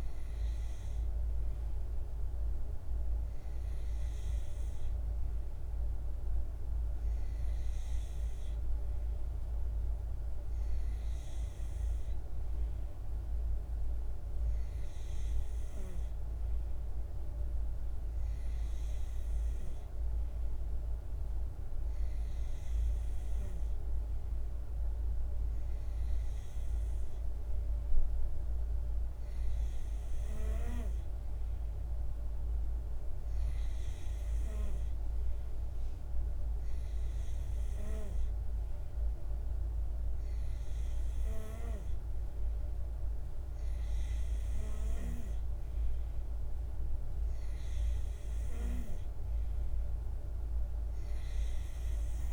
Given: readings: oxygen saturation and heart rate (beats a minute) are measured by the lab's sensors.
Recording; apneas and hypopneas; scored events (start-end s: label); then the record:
breathing in sleep, hard to hear, by a room microphone; none
none scored
From the record:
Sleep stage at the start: N2 (light sleep); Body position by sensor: on the back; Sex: male